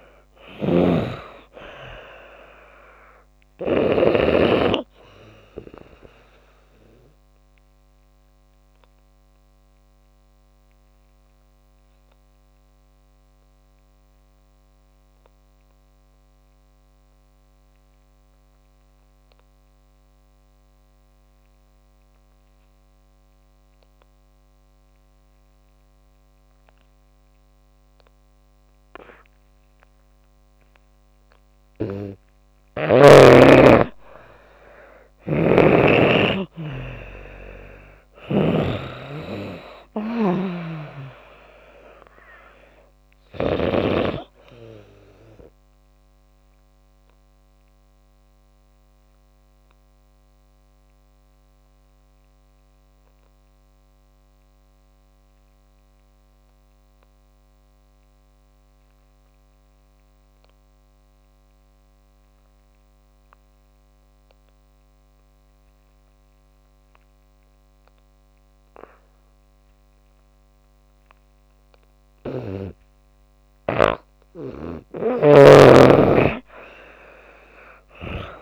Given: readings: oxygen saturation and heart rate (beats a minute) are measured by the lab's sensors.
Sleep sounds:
breathing in sleep by a microphone on the trachea; 2
0.00-1.00 s: snoring (device-marked)
7.50-30.00 s: obstructive apnea (oxygen 97% before, 81% lowest)
8.50-31.50 s: oxygen desaturation (device-marked, oxygen 95% before, 81% lowest)
33.00-36.00 s: arousal
35.00-38.50 s: snoring (device-marked)
45.50-72.50 s: oxygen desaturation (device-marked, oxygen 95% before, 84% lowest)
46.50-71.00 s: obstructive apnea (oxygen 97% before, 82% lowest)
73.50-78.00 s: arousal
From the record:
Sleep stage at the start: N2 (light sleep); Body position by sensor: on the back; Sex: female

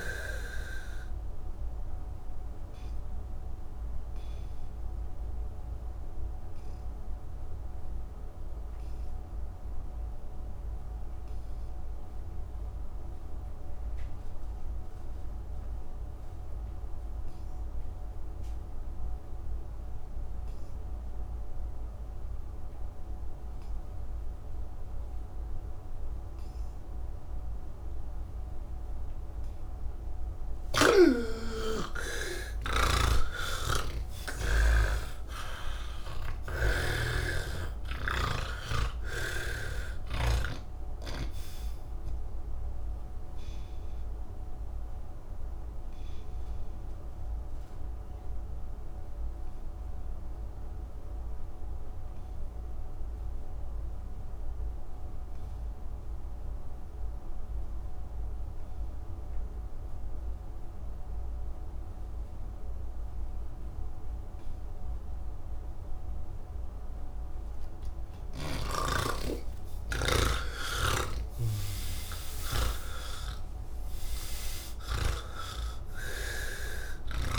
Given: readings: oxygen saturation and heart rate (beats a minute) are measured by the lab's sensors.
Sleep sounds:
breathing in sleep by a room microphone; 2
0.00-17.50 s: oxygen desaturation (device-marked, oxygen 79% lowest, heart rate 53 extreme)
1.00-30.00 s: obstructive apnea (oxygen 98% before, 79% lowest, heart rate 95 before, 73 extreme, up 30 after)
24.50-56.50 s: oxygen desaturation (device-marked, oxygen 99% before, 80% lowest, heart rate 168 before, 73 extreme)
33.50-37.00 s: snoring (device-marked)
45.50-66.50 s: obstructive apnea (oxygen 99% before, 79% lowest, heart rate 154 before, 100 extreme)
68.50-77.39 s: oxygen desaturation (device-marked, oxygen 98% before, 81% lowest, heart rate 147 before, 66 extreme)
71.00-75.50 s: snoring (device-marked)
From the record:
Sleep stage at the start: N2 (light sleep); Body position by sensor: on the back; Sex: male

